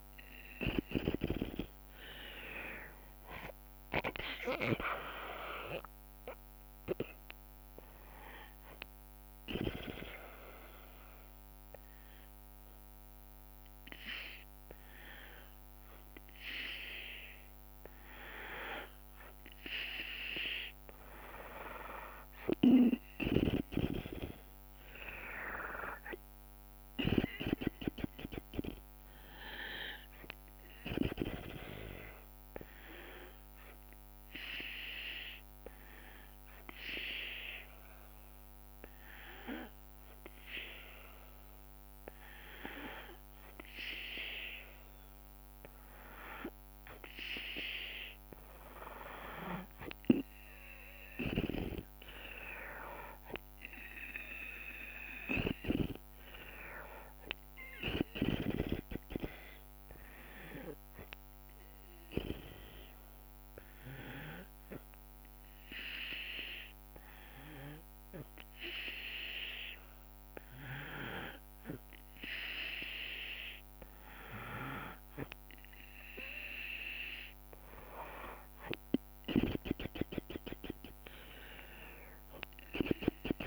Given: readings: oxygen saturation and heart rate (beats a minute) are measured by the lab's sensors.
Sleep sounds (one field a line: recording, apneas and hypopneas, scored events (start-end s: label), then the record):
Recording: breathing in sleep by a microphone on the trachea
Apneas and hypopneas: 3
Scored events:
0.00-1.50 s: arousal
2.00-13.00 s: drop in pulse transit time (device-marked, heart rate 68 before, 65 extreme)
10.00-21.00 s: hypopnea (oxygen 96% before, 93% lowest, heart rate 69 before, 63 extreme, up 17 after)
21.50-25.50 s: arousal
32.50-44.00 s: obstructive apnea (oxygen 97% before, 93% lowest, heart rate 70 before, 65 extreme, up 6 after)
51.00-66.00 s: oxygen desaturation (device-marked, oxygen 97% before, 93% lowest, heart rate 69 before, 65 extreme)
51.50-55.50 s: arousal
61.50-73.50 s: hypopnea (oxygen 97% before, 93% lowest, heart rate 69 before, 64 extreme, up 15 after)
78.00-83.47 s: drop in pulse transit time (device-marked, heart rate 68 before, 65 extreme)
81.50-83.47 s: arousal
From the record:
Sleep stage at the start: N2 (light sleep)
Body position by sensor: on the back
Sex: female